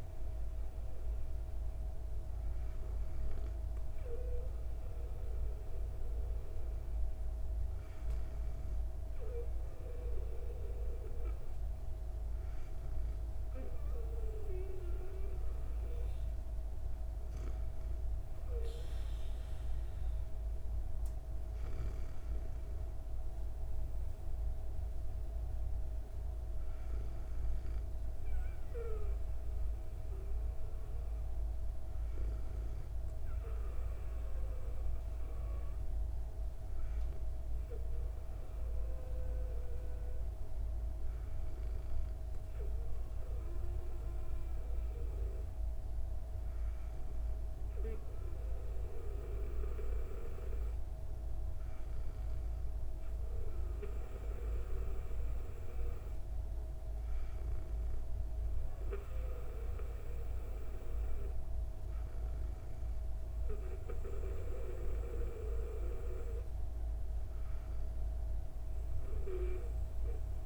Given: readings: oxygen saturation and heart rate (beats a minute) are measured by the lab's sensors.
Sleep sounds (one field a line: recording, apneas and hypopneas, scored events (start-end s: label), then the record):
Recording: breathing in sleep by a room microphone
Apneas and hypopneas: none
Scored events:
none scored
From the record:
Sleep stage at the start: N2 (light sleep)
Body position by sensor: on the back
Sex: female